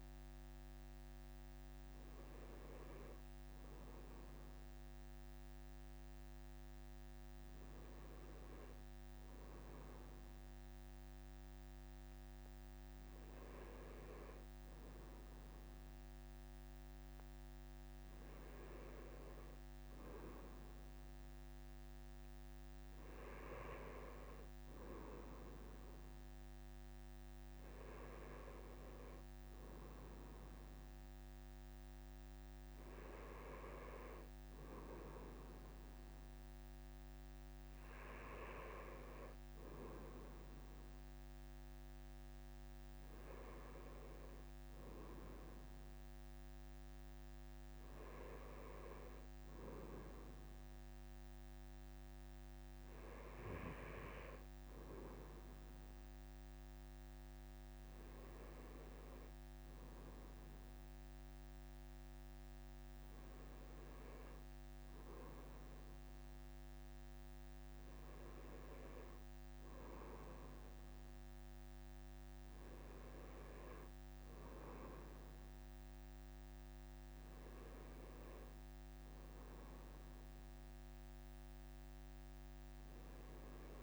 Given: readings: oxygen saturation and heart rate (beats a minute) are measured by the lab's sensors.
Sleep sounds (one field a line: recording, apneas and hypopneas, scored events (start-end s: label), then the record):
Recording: breathing in sleep by a microphone on the trachea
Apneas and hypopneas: none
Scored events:
none scored
From the record:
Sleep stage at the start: N2 (light sleep)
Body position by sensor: on the right side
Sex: male